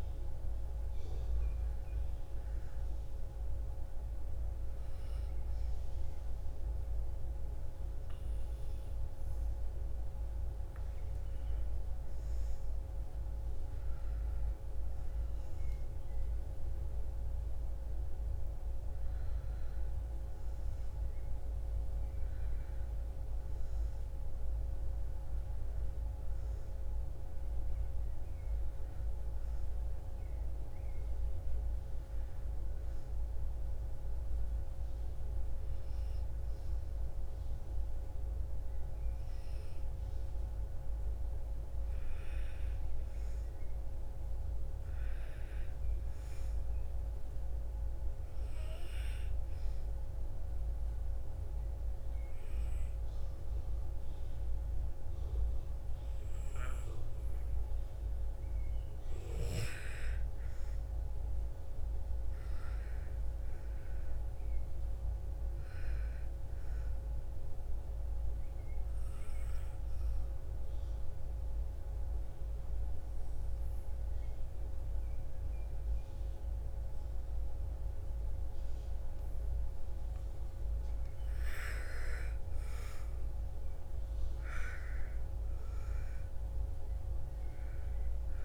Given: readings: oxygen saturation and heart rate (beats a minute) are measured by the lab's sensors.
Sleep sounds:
breathing in sleep, hard to hear, by a room microphone; 2
19.00-31.00 s: oxygen desaturation (device-marked, oxygen 95% before, 92% lowest, heart rate 68 before, 58 extreme)
33.00-88.45 s: new sleep stage, N2 (light sleep)
48.50-59.00 s: obstructive apnea (oxygen 96% before, 90% lowest, heart rate 62 before, 55 extreme, up 5 after)
61.50-65.00 s: arousal
67.00-79.50 s: obstructive apnea (oxygen 96% before, 88% lowest, heart rate 61 before, 55 extreme, up 9 after)
68.00-79.00 s: oxygen desaturation (device-marked, oxygen 95% before, 90% lowest, heart rate 61 before, 55 extreme)
81.50-86.00 s: arousal
From the record:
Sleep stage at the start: N1 (lightest sleep); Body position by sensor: on the back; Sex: female

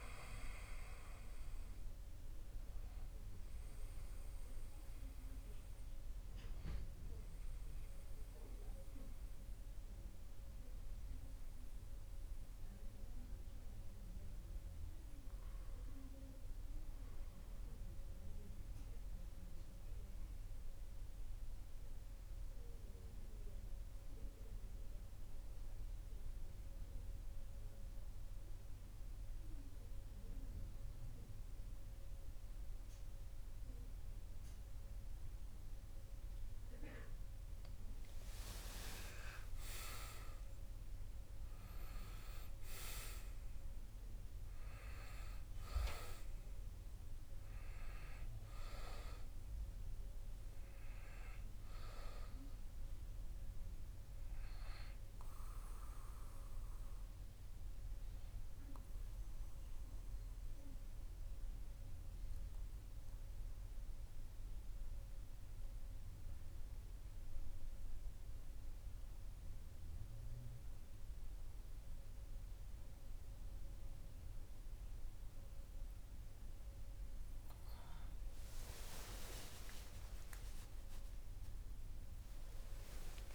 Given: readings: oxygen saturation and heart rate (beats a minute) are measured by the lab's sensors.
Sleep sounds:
breathing in sleep by a room microphone; 2
0.00-20.00 s: oxygen desaturation (device-marked, oxygen 94% lowest)
7.00-36.50 s: obstructive apnea (oxygen 98% before, 92% lowest)
37.50-42.00 s: arousal
52.00-72.00 s: oxygen desaturation (device-marked, oxygen 96% before, 92% lowest)
56.50-77.00 s: obstructive apnea (oxygen 98% before, 92% lowest)
78.00-83.35 s: arousal
From the record:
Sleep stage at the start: N2 (light sleep); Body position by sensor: on the back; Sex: male

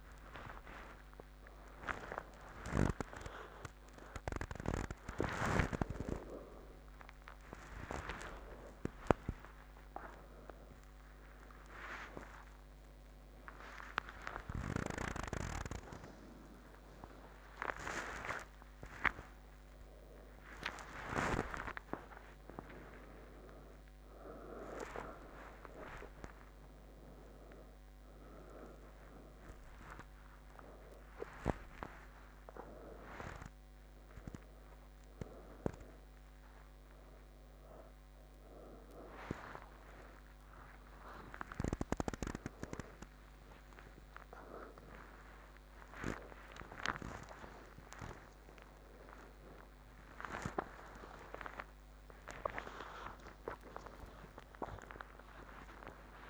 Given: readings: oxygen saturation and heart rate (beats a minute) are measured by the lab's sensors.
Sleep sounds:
a person awake in a sleep study, by a microphone on the trachea; none
none scored
From the record:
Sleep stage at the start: awake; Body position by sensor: on the back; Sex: female

